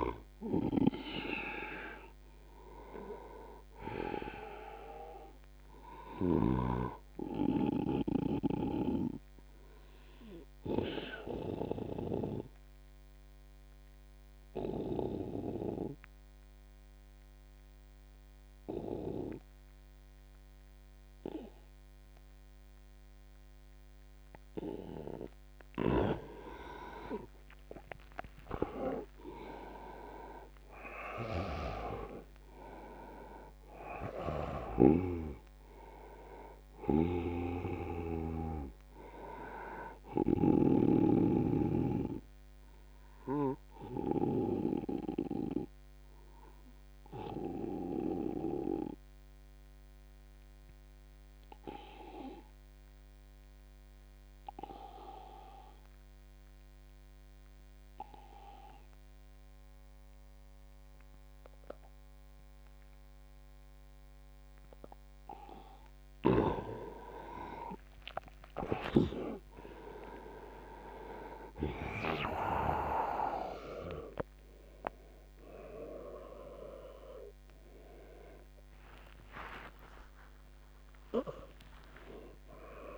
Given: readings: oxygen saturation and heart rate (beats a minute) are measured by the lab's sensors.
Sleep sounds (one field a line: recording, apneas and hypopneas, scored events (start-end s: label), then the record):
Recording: breathing in sleep by a microphone on the trachea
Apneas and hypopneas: 2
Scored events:
0.00-3.50 s: arousal
4.00-15.00 s: oxygen desaturation (device-marked, oxygen 99% before, 94% lowest, heart rate 83 before, 75 extreme)
9.00-24.50 s: obstructive apnea (oxygen 99% before, 86% lowest, heart rate 82 before, 75 extreme, up 19 after)
27.00-31.00 s: arousal
28.00-48.00 s: oxygen desaturation (device-marked, oxygen 97% before, 88% lowest, heart rate 81 before, 75 extreme)
34.50-41.00 s: snoring (device-marked)
41.50-66.00 s: obstructive apnea (oxygen 97% before, 84% lowest, heart rate 84 before, 75 extreme, up 5 after)
66.00-82.98 s: oxygen desaturation (device-marked, oxygen 99% before, 84% lowest, heart rate 78 before, 77 extreme)
68.00-72.50 s: arousal
76.00-82.98 s: tachycardia (device-marked, heart rate 82 before, 148 extreme)
From the record:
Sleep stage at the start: N2 (light sleep)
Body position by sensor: on the back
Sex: male